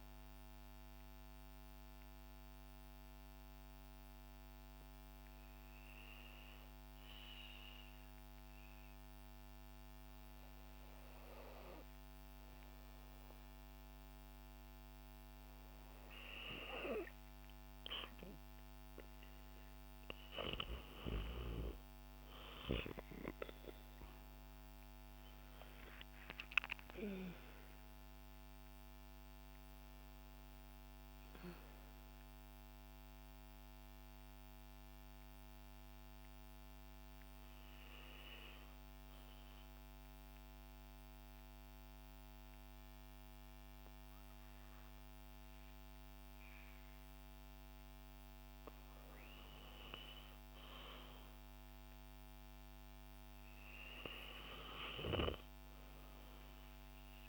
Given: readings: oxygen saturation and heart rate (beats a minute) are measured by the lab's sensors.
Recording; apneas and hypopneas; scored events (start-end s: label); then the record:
breathing in sleep by a microphone on the trachea; 2
2.50-15.00 s: hypopnea (oxygen 95% before, 92% lowest, heart rate 63 before, 56 extreme, up 8 after)
21.00-25.50 s: arousal
22.00-49.00 s: oxygen desaturation (device-marked, oxygen 96% before, 92% lowest, heart rate 58 before, 56 extreme)
39.00-49.00 s: obstructive apnea (oxygen 96% before, 92% lowest, heart rate 65 before, 56 extreme, up 4 after)
51.00-54.50 s: arousal
From the record:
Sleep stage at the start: N2 (light sleep); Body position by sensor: on the back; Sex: female